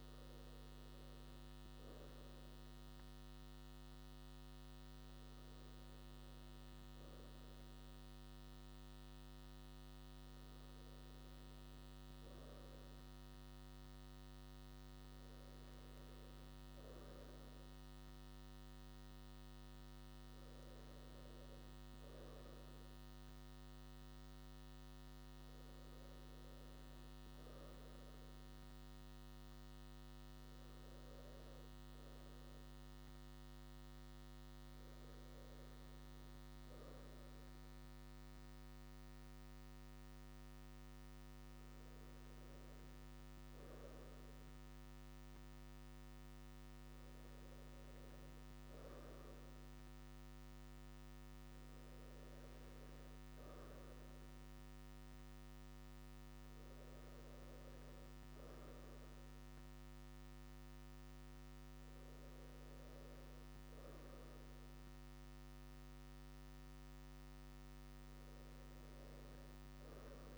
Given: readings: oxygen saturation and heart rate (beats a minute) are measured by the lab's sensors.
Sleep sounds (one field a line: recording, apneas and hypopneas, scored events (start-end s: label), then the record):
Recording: breathing in sleep, hard to hear, by a microphone on the trachea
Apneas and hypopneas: none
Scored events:
none scored
From the record:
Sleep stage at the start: N2 (light sleep)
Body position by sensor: on the right side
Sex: male